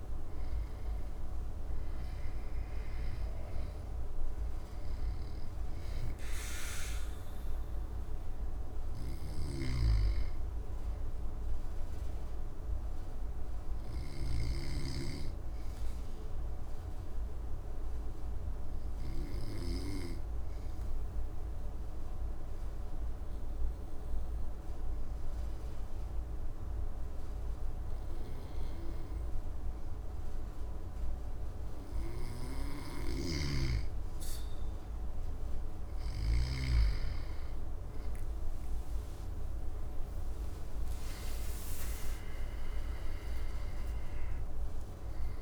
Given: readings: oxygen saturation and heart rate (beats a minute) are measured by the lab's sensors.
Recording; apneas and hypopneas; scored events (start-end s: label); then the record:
breathing in sleep by a room microphone; 1
0.00-7.50 s: oxygen desaturation (device-marked, oxygen 92% lowest, heart rate 57 extreme)
9.00-14.50 s: snoring (device-marked)
12.00-33.00 s: obstructive apnea (oxygen 97% before, 92% lowest, heart rate 69 before, 57 extreme, up 11 after)
32.50-36.50 s: snoring (device-marked)
39.00-45.41 s: arousal
39.50-45.41 s: oxygen desaturation (device-marked, oxygen 99% before, 93% lowest, heart rate 60 before, 57 extreme)
From the record:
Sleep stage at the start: N2 (light sleep); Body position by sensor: on the back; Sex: male